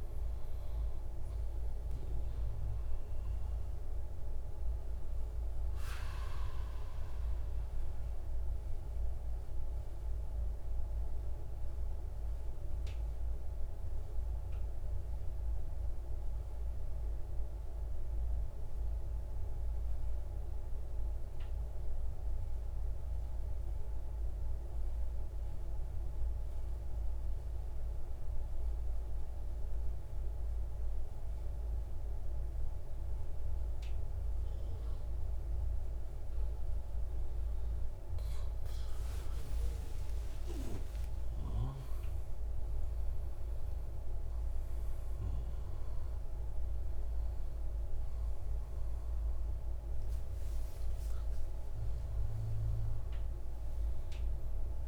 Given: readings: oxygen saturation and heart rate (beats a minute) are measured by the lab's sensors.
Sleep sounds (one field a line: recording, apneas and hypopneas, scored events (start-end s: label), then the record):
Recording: breathing in sleep, hard to hear, by a room microphone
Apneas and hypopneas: 1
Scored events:
0.00-19.00 s: oxygen desaturation (device-marked, oxygen 91% lowest, heart rate 60 extreme)
8.50-37.50 s: central apnea (oxygen 98% before, 92% lowest, heart rate 78 before, 60 extreme, up 14 after)
38.00-53.00 s: oxygen desaturation (device-marked, oxygen 98% before, 92% lowest, heart rate 63 before, 58 extreme)
39.00-42.50 s: arousal
From the record:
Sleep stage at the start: N2 (light sleep)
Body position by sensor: on the right side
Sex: male